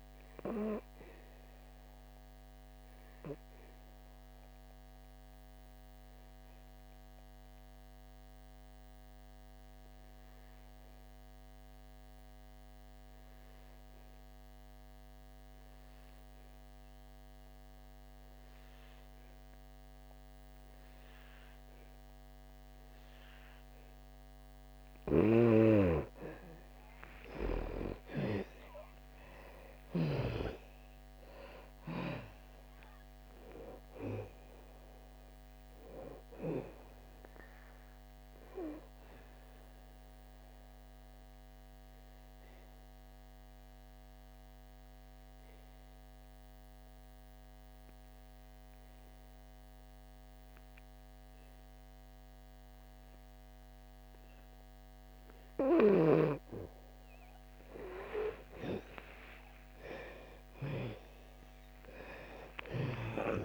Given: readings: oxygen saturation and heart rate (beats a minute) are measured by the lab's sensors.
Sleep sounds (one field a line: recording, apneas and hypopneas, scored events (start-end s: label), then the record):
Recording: breathing in sleep by a microphone on the trachea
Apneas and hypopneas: 2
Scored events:
0.00-16.50 s: oxygen desaturation (device-marked, oxygen 83% lowest, heart rate 58 extreme)
1.00-24.50 s: obstructive apnea (oxygen 98% before, 83% lowest, heart rate 69 before, 58 extreme, up 19 after)
22.50-51.50 s: oxygen desaturation (device-marked, oxygen 98% before, 84% lowest, heart rate 62 before, 55 extreme)
25.00-30.00 s: snoring (device-marked)
28.00-33.00 s: arousal
40.50-56.50 s: obstructive apnea (oxygen 98% before, 84% lowest, heart rate 72 before, 55 extreme, up 17 after)
58.50-62.50 s: arousal
58.50-63.45 s: oxygen desaturation (device-marked, oxygen 98% before, 88% lowest, heart rate 66 before, 55 extreme)
From the record:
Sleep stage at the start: N2 (light sleep)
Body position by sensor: on the back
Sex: female